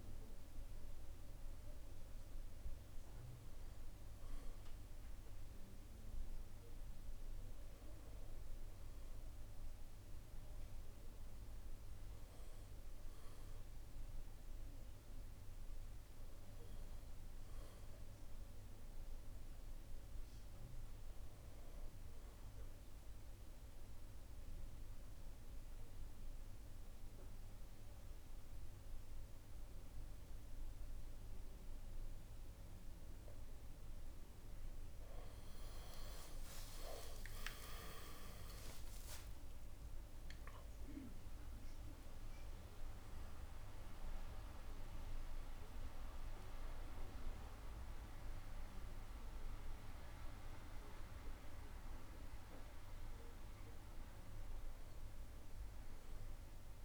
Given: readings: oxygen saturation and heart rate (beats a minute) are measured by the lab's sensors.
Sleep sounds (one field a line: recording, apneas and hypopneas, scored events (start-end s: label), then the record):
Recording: breathing in sleep by a room microphone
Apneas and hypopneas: 1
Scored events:
0.00-4.50 s: oxygen desaturation (device-marked, oxygen 89% lowest, heart rate 72 extreme)
23.50-35.00 s: central apnea (oxygen 96% before, 89% lowest, heart rate 78 before, 69 extreme, up 12 after)
37.00-42.00 s: arousal
40.50-53.50 s: drop in pulse transit time (device-marked, heart rate 73 before, 73 extreme)
43.50-56.85 s: oxygen desaturation (device-marked, oxygen 95% before, 89% lowest, heart rate 74 before, 68 extreme)
From the record:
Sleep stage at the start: N1 (lightest sleep)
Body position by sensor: on the back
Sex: male